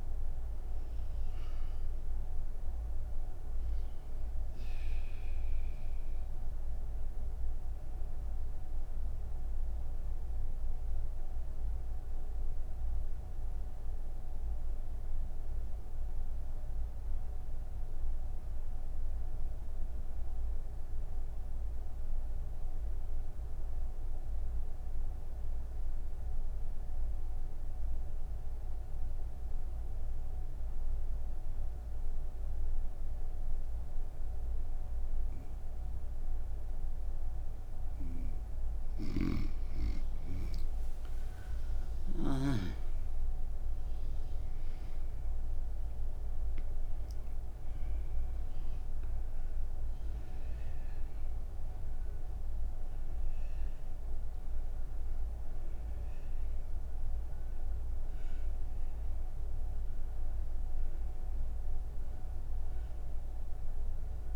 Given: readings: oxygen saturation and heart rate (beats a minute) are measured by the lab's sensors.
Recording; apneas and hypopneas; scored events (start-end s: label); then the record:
breathing in sleep, hard to hear, by a room microphone; none
2.00-19.00 s: oxygen desaturation (device-marked, oxygen 92% before, 88% lowest)
3.00-64.36 s: new sleep stage, N3 (deep sleep)
36.00-42.00 s: oxygen desaturation (device-marked, oxygen 99% before, 95% lowest)
From the record:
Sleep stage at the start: N1 (lightest sleep); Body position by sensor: on the right side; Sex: female